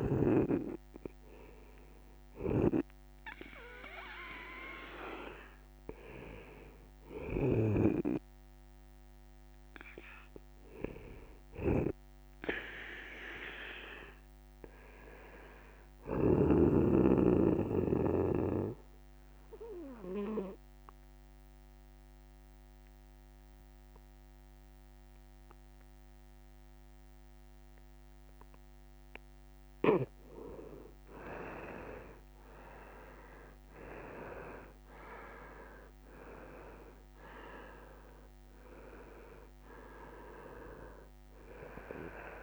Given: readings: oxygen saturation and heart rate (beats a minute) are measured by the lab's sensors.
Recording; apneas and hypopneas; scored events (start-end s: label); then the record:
breathing in sleep by a microphone on the trachea; 1
0.00-5.00 s: oxygen desaturation (device-marked, oxygen 94% lowest, heart rate 150 extreme)
11.00-14.50 s: arousal
16.50-29.00 s: obstructive apnea (oxygen 97% before, 91% lowest, heart rate 172 before, 96 extreme, up 20 after)
33.00-36.50 s: arousal
38.00-42.43 s: oxygen desaturation (device-marked, oxygen 96% before, 91% lowest, heart rate 184 before, 71 extreme)
From the record:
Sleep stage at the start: N2 (light sleep); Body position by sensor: on the right side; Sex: male